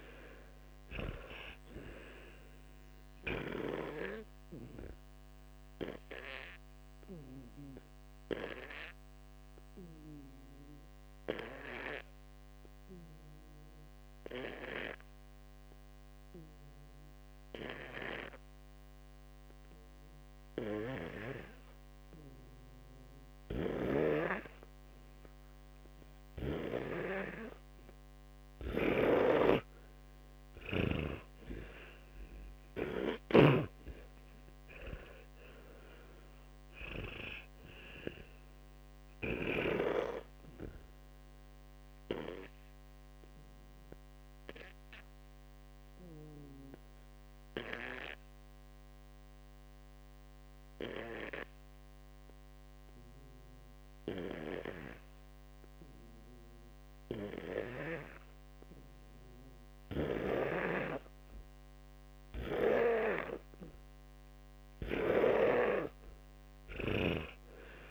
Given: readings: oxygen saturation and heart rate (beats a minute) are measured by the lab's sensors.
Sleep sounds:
breathing in sleep by a microphone on the trachea; 2
0.00-3.00 s: arousal
13.00-23.00 s: obstructive apnea (oxygen 98% before, 90% lowest, heart rate 64 before, 57 extreme, up 5 after)
14.00-36.00 s: oxygen desaturation (device-marked, oxygen 98% before, 90% lowest, heart rate 64 before, 57 extreme)
35.50-38.00 s: arousal
40.50-58.00 s: hypopnea (oxygen 98% before, 94% lowest, heart rate 66 before, 57 extreme, up 1 after)
66.50-67.90 s: arousal
66.50-67.90 s: snoring (device-marked)
From the record:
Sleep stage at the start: N2 (light sleep); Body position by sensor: on the back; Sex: male

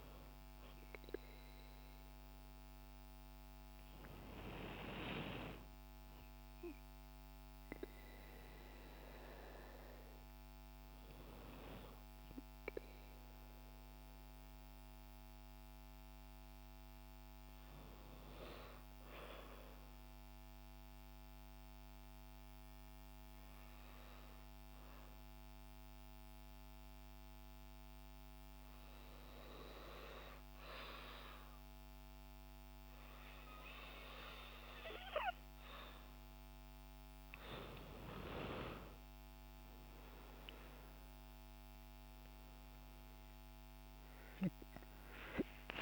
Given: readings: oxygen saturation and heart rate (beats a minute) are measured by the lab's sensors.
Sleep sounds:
breathing in sleep by a microphone on the trachea; 1
6.50-10.00 s: arousal
13.00-36.00 s: hypopnea (oxygen 98% before, 93% lowest, heart rate 68 before, 53 extreme, up 16 after)
38.00-45.82 s: oxygen desaturation (device-marked, oxygen 97% before, 93% lowest, heart rate 55 before, 66 extreme)
43.00-45.82 s: arousal
From the record:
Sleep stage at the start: N2 (light sleep); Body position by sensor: on the back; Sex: female

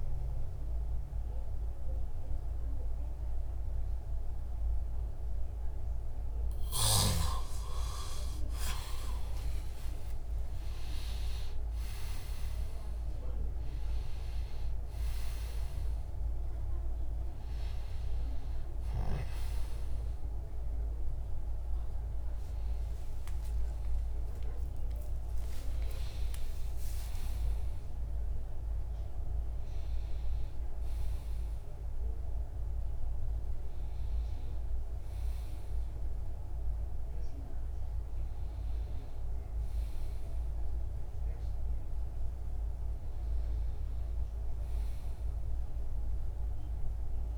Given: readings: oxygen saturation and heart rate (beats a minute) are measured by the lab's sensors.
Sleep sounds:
breathing in sleep, hard to hear, by a room microphone; none
4.00-28.00 s: oxygen desaturation (device-marked, oxygen 95% before, 90% lowest, heart rate 57 before, 29 extreme)
4.50-9.00 s: arousal
24.50-29.00 s: arousal
From the record:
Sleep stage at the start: N2 (light sleep); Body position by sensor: on the back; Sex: male

